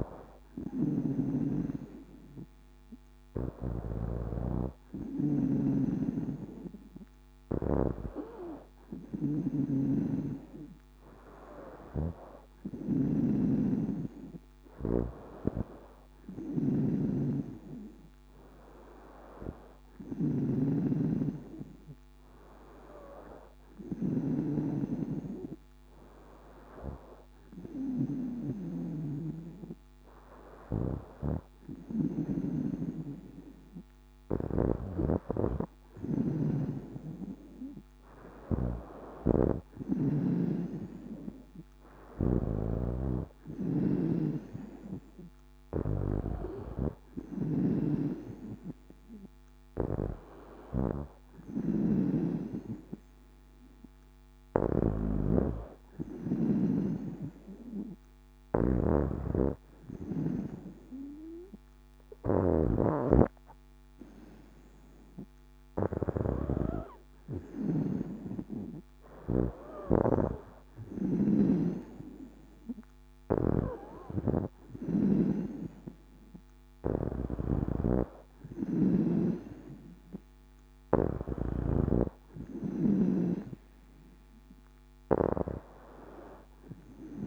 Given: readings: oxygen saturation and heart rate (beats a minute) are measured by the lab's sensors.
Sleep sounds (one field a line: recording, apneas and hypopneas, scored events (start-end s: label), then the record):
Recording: breathing in sleep by a microphone on the trachea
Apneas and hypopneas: none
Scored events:
0.00-32.00 s: snoring (device-marked)
34.00-81.50 s: snoring (device-marked)
From the record:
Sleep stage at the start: N2 (light sleep)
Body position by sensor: on the back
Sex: female